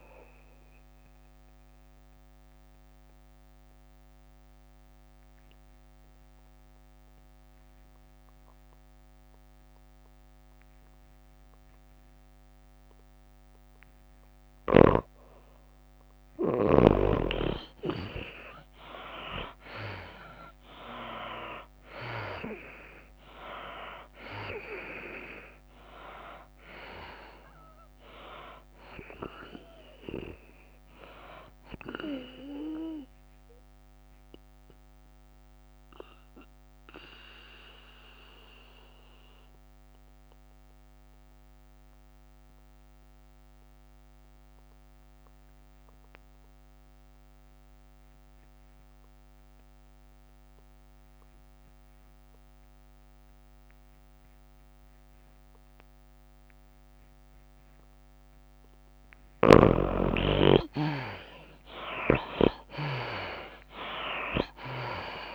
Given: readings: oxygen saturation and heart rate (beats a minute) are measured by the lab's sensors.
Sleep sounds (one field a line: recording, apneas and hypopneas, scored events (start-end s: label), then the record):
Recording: breathing in sleep by a microphone on the trachea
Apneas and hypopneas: 2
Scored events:
0.00-5.50 s: drop in pulse transit time (device-marked, heart rate 102 extreme)
0.00-9.50 s: tachycardia (device-marked, heart rate 107 extreme)
0.00-13.50 s: oxygen desaturation (device-marked, oxygen 72% lowest, heart rate 94 extreme)
1.50-16.00 s: mixed apnea (oxygen 97% before, 72% lowest, heart rate 100 before, 97 extreme, up 6 after)
17.50-38.50 s: tachycardia (device-marked, heart rate 104 before, 107 extreme)
19.50-24.00 s: arousal
22.50-40.50 s: oxygen desaturation (device-marked, oxygen 98% before, 79% lowest, heart rate 101 before, 89 extreme)
35.00-59.50 s: mixed apnea (oxygen 98% before, 76% lowest, heart rate 103 before, 89 extreme, up 14 after)
50.50-52.50 s: long interval between heartbeats (device-marked, heart rate 102 before, 94 extreme)
53.50-65.34 s: oxygen desaturation (device-marked, oxygen 97% before, 76% lowest, heart rate 100 before, 94 extreme)
58.00-60.00 s: long interval between heartbeats (device-marked, heart rate 97 before, 94 extreme)
61.50-65.34 s: tachycardia (device-marked, heart rate 103 before, 107 extreme)
62.00-65.34 s: arousal
From the record:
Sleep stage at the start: N2 (light sleep)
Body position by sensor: on the back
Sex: female